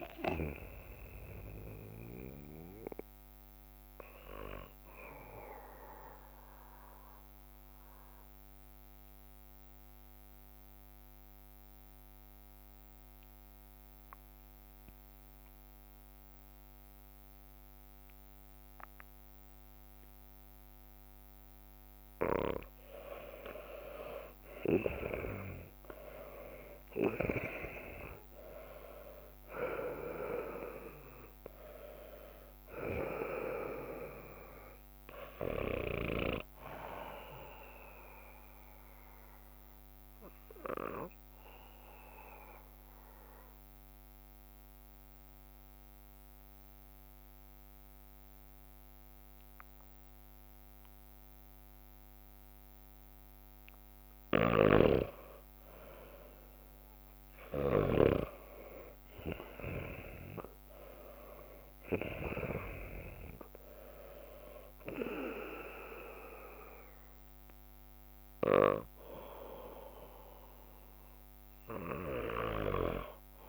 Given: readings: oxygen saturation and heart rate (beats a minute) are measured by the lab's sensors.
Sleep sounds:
breathing in sleep by a microphone on the trachea; 2
0.00-2.00 s: leg movement (device-marked)
2.50-7.00 s: leg movement (device-marked)
5.50-21.50 s: bradycardia (device-marked, heart rate 59 before, 57 extreme)
5.50-25.50 s: drop in pulse transit time (device-marked, heart rate 66 before, 57 extreme)
6.00-20.50 s: obstructive apnea (oxygen 99% before, 93% lowest, heart rate 66 before, 56 extreme, up 6 after)
8.00-12.50 s: leg movement (device-marked)
13.50-17.50 s: leg movement (device-marked)
18.50-23.00 s: leg movement (device-marked)
23.00-24.50 s: leg movement (device-marked)
23.50-45.50 s: oxygen desaturation (device-marked, oxygen 99% before, 93% lowest, heart rate 59 before, 55 extreme)
24.00-27.50 s: arousal
25.50-32.50 s: leg movement (device-marked)
34.50-42.50 s: leg movement (device-marked)
34.50-56.50 s: bradycardia (device-marked, heart rate 59 before, 55 extreme)
39.50-53.00 s: obstructive apnea (oxygen 99% before, 93% lowest, heart rate 61 before, 55 extreme, up 6 after)
40.50-57.50 s: drop in pulse transit time (device-marked, heart rate 61 before, 55 extreme)
43.50-49.00 s: leg movement (device-marked)
56.00-59.50 s: arousal
59.50-63.00 s: leg movement (device-marked)
60.50-73.49 s: oxygen desaturation (device-marked, oxygen 99% before, 95% lowest, heart rate 57 before, 55 extreme)
67.50-73.49 s: bradycardia (device-marked, heart rate 60 before, 55 extreme)
70.50-73.49 s: leg movement (device-marked)
From the record:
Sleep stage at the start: N2 (light sleep); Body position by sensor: on the back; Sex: male

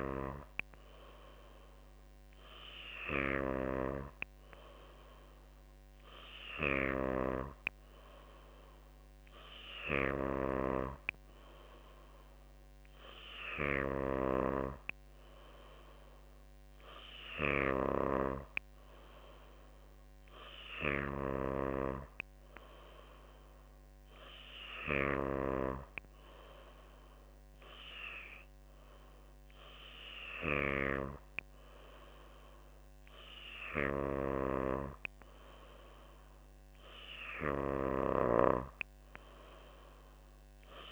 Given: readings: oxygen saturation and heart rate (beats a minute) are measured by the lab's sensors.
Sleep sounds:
breathing in sleep by a microphone on the trachea; none
none scored
From the record:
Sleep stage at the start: N3 (deep sleep); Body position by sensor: on the back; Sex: female

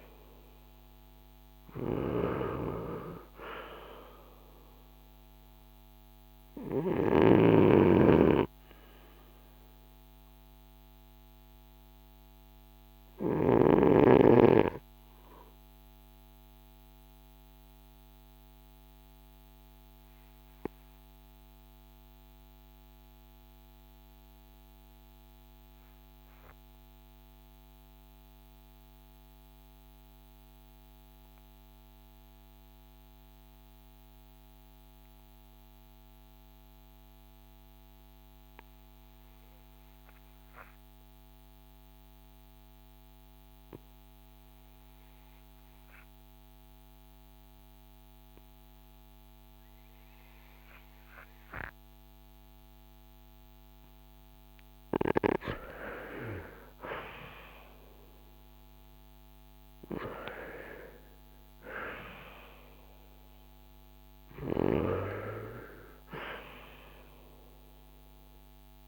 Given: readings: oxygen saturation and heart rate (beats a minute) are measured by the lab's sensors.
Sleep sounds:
breathing in sleep by a microphone on the trachea; 1
0.00-16.50 s: oxygen desaturation (device-marked, oxygen 79% lowest, heart rate 53 extreme)
16.50-52.50 s: obstructive apnea (oxygen 85% before, 73% lowest, heart rate 64 before, 53 extreme, up 8 after)
38.50-68.88 s: oxygen desaturation (device-marked, oxygen 97% before, 73% lowest, heart rate 56 before, 48 extreme)
55.00-60.50 s: arousal
From the record:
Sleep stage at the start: REM sleep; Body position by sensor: on the front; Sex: male

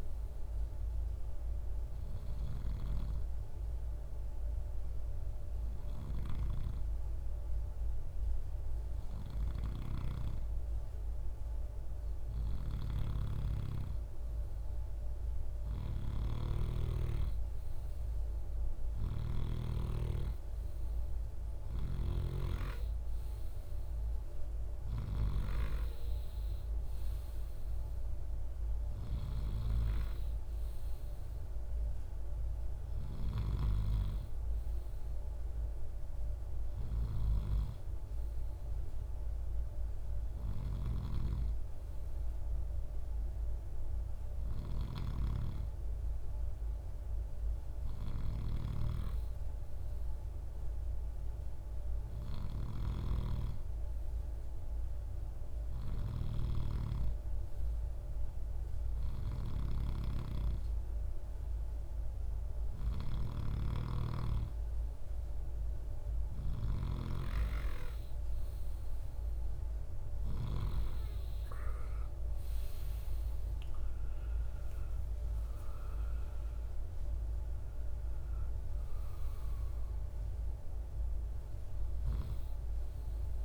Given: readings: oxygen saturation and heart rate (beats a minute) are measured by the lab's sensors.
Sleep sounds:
breathing in sleep by a room microphone; 1
1.50-13.00 s: hypopnea (oxygen 96% before, 92% lowest, heart rate 63 before, 62 extreme, up 6 after)
12.00-16.00 s: snoring (device-marked)
17.50-21.00 s: arousal
18.00-24.50 s: snoring (device-marked)
47.50-55.50 s: snoring (device-marked)
62.00-70.00 s: snoring (device-marked)
From the record:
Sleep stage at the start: N2 (light sleep); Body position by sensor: on the right side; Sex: male

